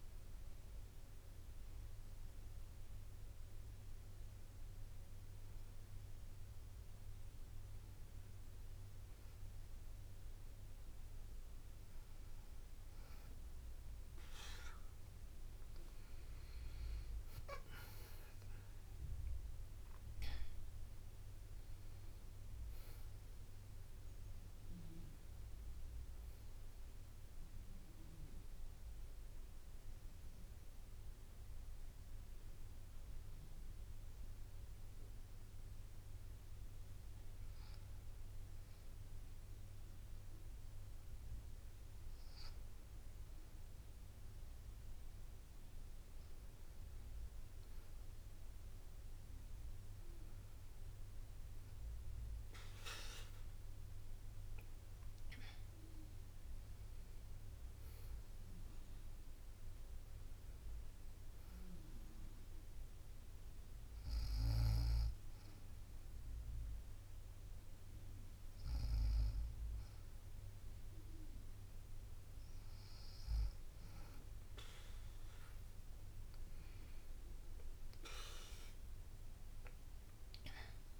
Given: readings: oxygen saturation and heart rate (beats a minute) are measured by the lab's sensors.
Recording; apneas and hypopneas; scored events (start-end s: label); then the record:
breathing in sleep by a room microphone; none
none scored
From the record:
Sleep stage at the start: N1 (lightest sleep); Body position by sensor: on the back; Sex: female